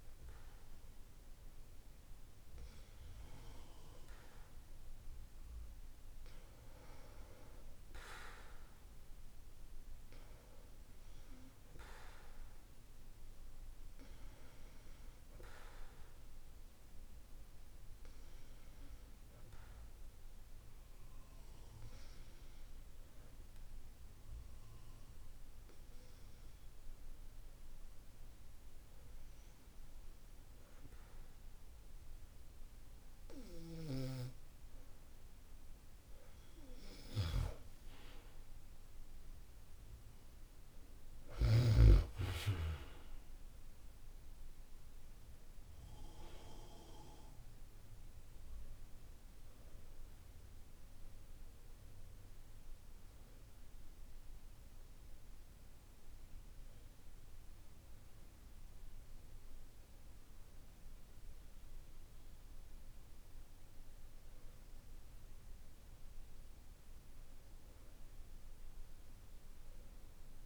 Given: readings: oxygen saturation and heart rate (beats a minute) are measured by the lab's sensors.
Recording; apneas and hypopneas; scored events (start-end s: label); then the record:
breathing in sleep by a room microphone; 1
16.00-35.00 s: hypopnea (oxygen 96% before, 94% lowest, heart rate 51 before, 48 extreme, up 9 after)
37.00-42.00 s: arousal
From the record:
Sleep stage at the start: N2 (light sleep); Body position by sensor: on the back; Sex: male